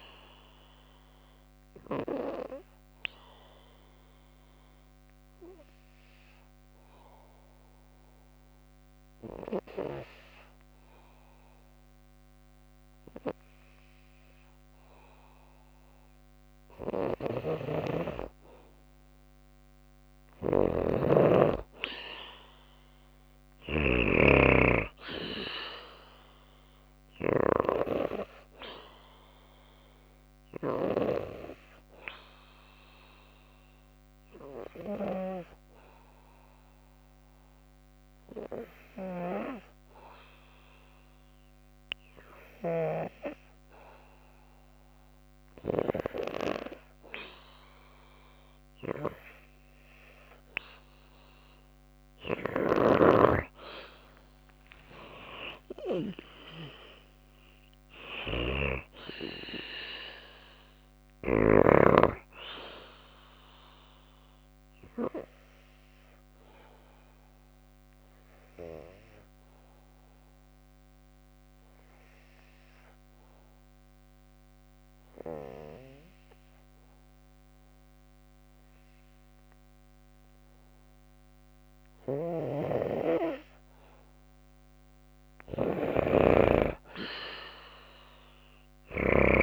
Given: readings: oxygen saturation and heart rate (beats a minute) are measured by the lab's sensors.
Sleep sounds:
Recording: breathing in sleep by a microphone on the trachea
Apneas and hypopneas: 3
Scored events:
0.00-13.00 s: oxygen desaturation (device-marked, oxygen 92% lowest, heart rate 52 extreme)
2.00-17.50 s: obstructive apnea (oxygen 96% before, 92% lowest, heart rate 57 before, 52 extreme, up 4 after)
16.00-23.00 s: snoring (device-marked)
20.50-23.50 s: arousal
26.00-42.00 s: oxygen desaturation (device-marked, oxygen 97% before, 93% lowest, heart rate 55 before, 54 extreme)
30.50-50.00 s: obstructive apnea (oxygen 97% before, 92% lowest, heart rate 55 before, 54 extreme, up 5 after)
51.50-60.50 s: snoring (device-marked)
52.50-57.00 s: arousal
65.50-82.50 s: obstructive apnea (oxygen 96% before, 90% lowest, heart rate 58 before, 54 extreme, up 2 after)
81.00-88.50 s: snoring (device-marked)
84.50-89.00 s: arousal
From the record:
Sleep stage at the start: N2 (light sleep)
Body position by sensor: on the back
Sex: female

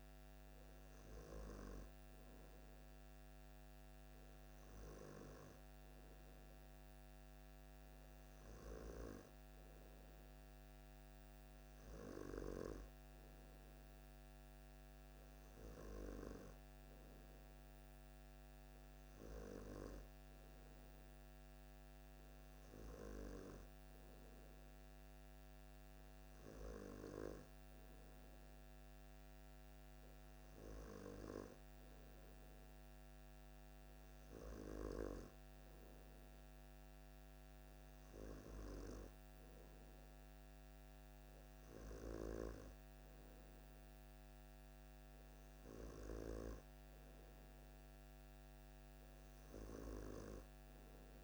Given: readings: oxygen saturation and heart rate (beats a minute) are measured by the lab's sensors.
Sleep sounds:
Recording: breathing in sleep by a microphone on the trachea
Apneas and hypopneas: none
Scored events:
none scored
From the record:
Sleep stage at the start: N2 (light sleep)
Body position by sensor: on the back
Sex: male

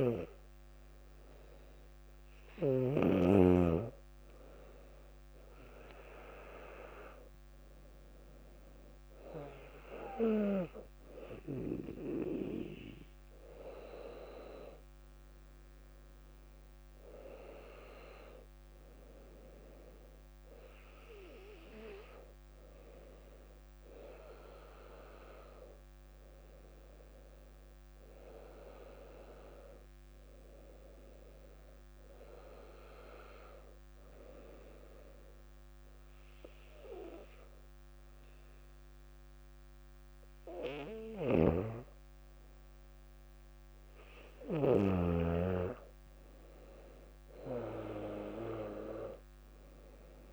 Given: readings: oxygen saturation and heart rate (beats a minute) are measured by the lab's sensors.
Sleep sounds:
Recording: breathing in sleep by a microphone on the trachea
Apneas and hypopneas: 1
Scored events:
0.00-3.00 s: snoring (device-marked)
29.00-32.00 s: arousal
34.50-45.50 s: obstructive apnea (oxygen 97% before, 94% lowest, heart rate 60 before, 58 extreme, up 4 after)
47.50-50.33 s: arousal
From the record:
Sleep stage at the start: N2 (light sleep)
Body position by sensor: on the back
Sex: female

